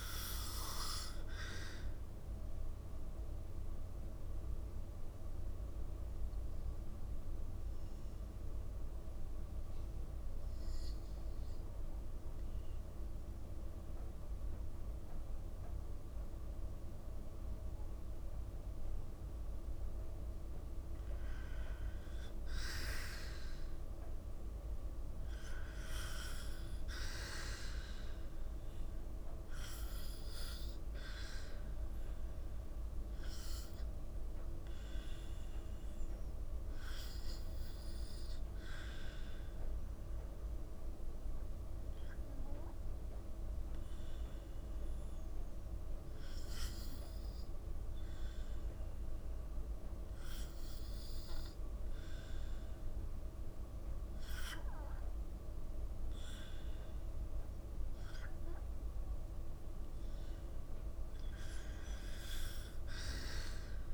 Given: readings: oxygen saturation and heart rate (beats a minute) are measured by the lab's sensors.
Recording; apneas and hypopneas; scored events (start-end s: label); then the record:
breathing in sleep by a room microphone; 2
0.00-2.00 s: arousal
4.50-19.00 s: obstructive apnea (oxygen 96% before, 91% lowest, heart rate 55 before, 53 extreme, up 1 after)
22.50-26.50 s: arousal
34.50-49.50 s: oxygen desaturation (device-marked, oxygen 96% before, 92% lowest, heart rate 54 before, 53 extreme)
35.00-59.50 s: hypopnea (oxygen 96% before, 89% lowest, heart rate 54 before, 53 extreme, up 1 after)
62.00-63.94 s: arousal
From the record:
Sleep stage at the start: N2 (light sleep); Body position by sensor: on the back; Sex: female